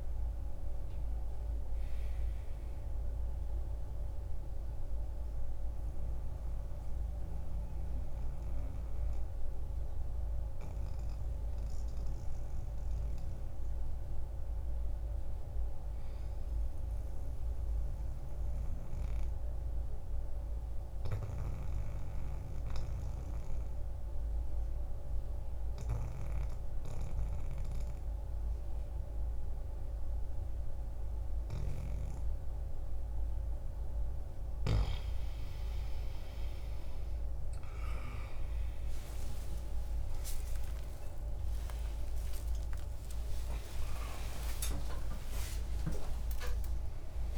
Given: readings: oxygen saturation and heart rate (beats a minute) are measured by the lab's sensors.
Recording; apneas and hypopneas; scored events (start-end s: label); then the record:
breathing in sleep by a room microphone; 1
0.00-1.00 s: arousal
0.00-18.00 s: oxygen desaturation (device-marked, oxygen 91% lowest, heart rate 62 extreme)
18.00-34.50 s: obstructive apnea (oxygen 96% before, 87% lowest, heart rate 65 before, 62 extreme)
27.00-37.00 s: oxygen desaturation (device-marked, oxygen 95% before, 91% lowest, heart rate 65 before, 63 extreme)
39.00-47.38 s: oxygen desaturation (device-marked, oxygen 95% before, 87% lowest, heart rate 64 before, 81 extreme)
43.00-47.38 s: new sleep stage, awake
From the record:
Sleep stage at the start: N2 (light sleep); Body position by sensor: on the back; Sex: male